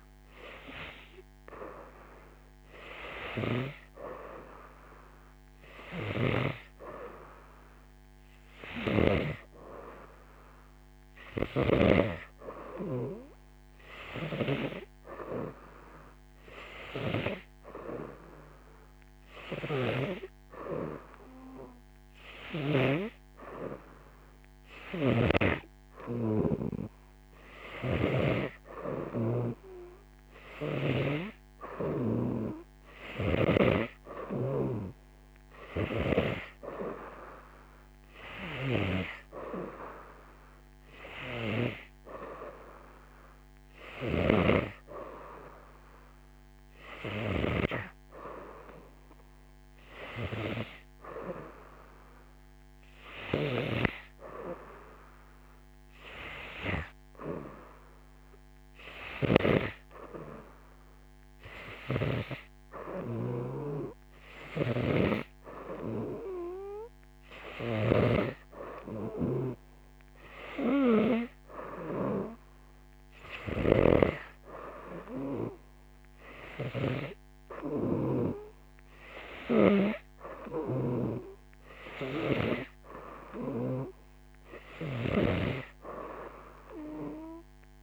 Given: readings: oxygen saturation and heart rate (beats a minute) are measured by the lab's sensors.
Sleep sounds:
breathing in sleep by a microphone on the trachea; none
6.00-12.00 s: snoring (device-marked)
25.00-28.50 s: snoring (device-marked)
33.00-47.50 s: snoring (device-marked)
59.00-87.83 s: snoring (device-marked)
From the record:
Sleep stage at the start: N2 (light sleep); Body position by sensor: on the right side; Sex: female

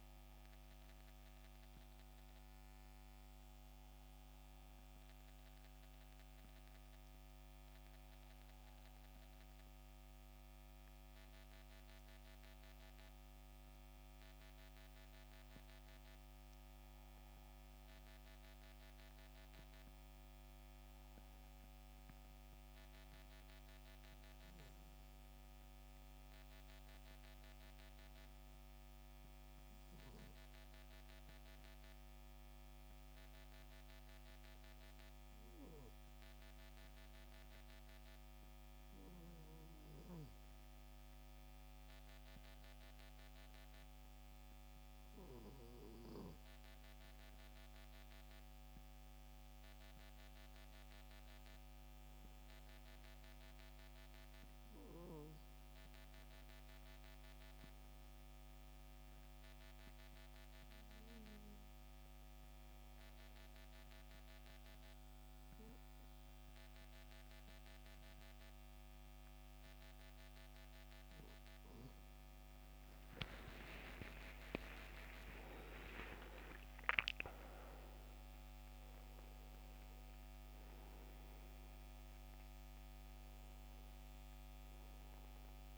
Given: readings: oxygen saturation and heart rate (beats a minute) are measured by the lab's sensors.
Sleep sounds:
breathing in sleep by a microphone on the trachea; 2
31.50-44.00 s: hypopnea (oxygen 93% before, 87% lowest, heart rate 70 before, 69 extreme, up 7 after)
46.50-50.00 s: arousal
57.00-69.50 s: obstructive apnea (oxygen 91% before, 87% lowest, heart rate 72 before, 69 extreme, up 10 after)
72.50-77.00 s: arousal
From the record:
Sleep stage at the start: N2 (light sleep); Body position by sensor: on the back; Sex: male

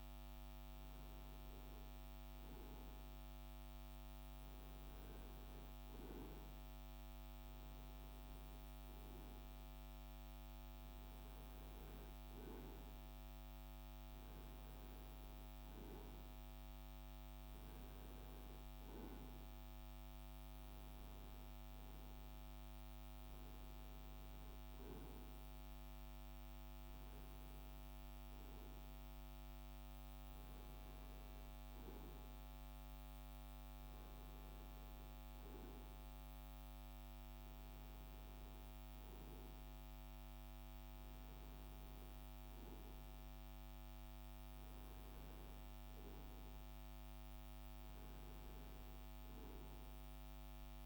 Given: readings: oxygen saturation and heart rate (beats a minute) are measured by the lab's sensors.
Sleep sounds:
breathing in sleep, hard to hear, by a microphone on the trachea; none
none scored
From the record:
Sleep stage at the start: N2 (light sleep); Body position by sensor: on the right side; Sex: male

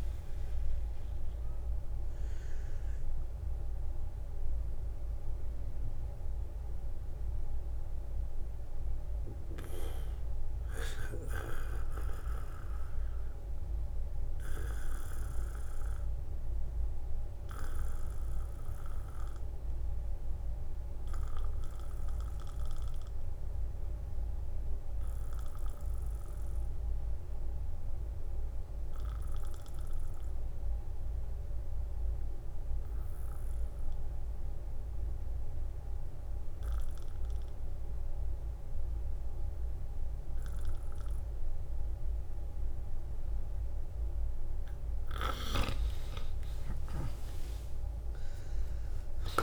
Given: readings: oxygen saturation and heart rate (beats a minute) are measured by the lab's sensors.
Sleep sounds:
breathing in sleep by a room microphone; 1
0.50-2.50 s: long interval between heartbeats (device-marked, heart rate 61 before, 74 extreme)
4.00-31.00 s: oxygen desaturation (device-marked, oxygen 93% before, 83% lowest, heart rate 65 before, 38 extreme)
23.00-43.50 s: obstructive apnea (oxygen 93% before, 82% lowest, heart rate 59 before, 38 extreme, up 28 after)
32.50-34.50 s: long interval between heartbeats (device-marked, heart rate 55 before, 53 extreme)
45.50-49.43 s: arousal
From the record:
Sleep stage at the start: N2 (light sleep); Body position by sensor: on the back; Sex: male

